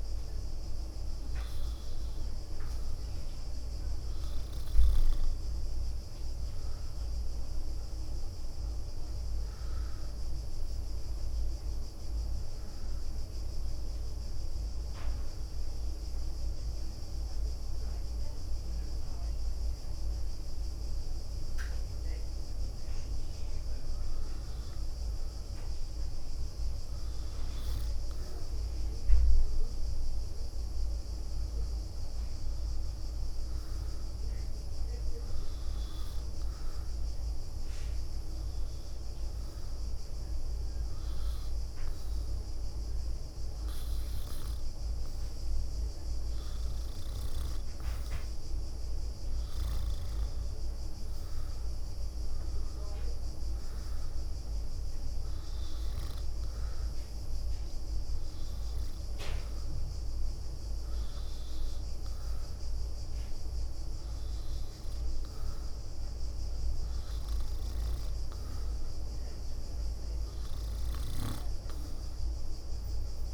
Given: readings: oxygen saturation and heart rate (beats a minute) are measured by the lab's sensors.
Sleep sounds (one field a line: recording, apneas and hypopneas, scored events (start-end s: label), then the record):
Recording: breathing in sleep, hard to hear, by a room microphone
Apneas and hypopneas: 2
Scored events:
2.00-6.50 s: leg movement (device-marked)
7.00-10.50 s: arousal
13.50-26.00 s: obstructive apnea (oxygen 94% before, 89% lowest, heart rate 72 before, 64 extreme, up 10 after)
14.00-30.00 s: oxygen desaturation (device-marked, oxygen 94% before, 89% lowest, heart rate 72 before, 64 extreme)
27.50-31.50 s: arousal
31.00-35.00 s: leg movement (device-marked)
36.50-46.50 s: hypopnea (oxygen 96% before, 90% lowest, heart rate 69 before, 69 extreme, up 5 after)
38.00-47.50 s: leg movement (device-marked)
49.00-53.50 s: arousal
54.50-56.00 s: leg movement (device-marked)
57.00-60.50 s: leg movement (device-marked)
58.00-69.00 s: oxygen desaturation (device-marked, oxygen 93% before, 90% lowest, heart rate 73 before, 69 extreme)
63.50-70.50 s: leg movement (device-marked)
From the record:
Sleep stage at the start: N2 (light sleep)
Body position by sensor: on the back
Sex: female